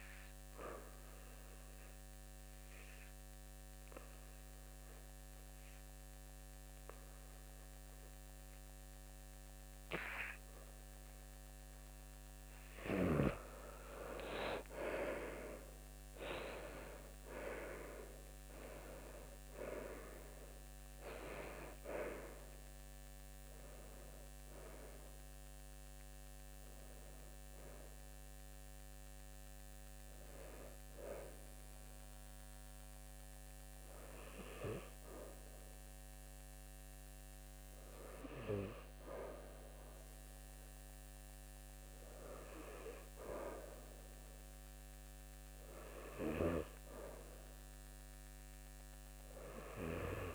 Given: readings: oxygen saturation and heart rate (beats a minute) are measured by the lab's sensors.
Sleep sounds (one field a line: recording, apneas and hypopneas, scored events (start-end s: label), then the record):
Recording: breathing in sleep by a microphone on the trachea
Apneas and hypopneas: 1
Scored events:
0.50-11.50 s: obstructive apnea (oxygen 94% before, 85% lowest, heart rate 70 before, 79 extreme, up 7 after)
15.00-19.00 s: arousal
16.50-46.50 s: oxygen desaturation (device-marked, oxygen 95% before, 85% lowest, heart rate 78 before, 74 extreme)
From the record:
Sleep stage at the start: N2 (light sleep)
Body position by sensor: on the back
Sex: male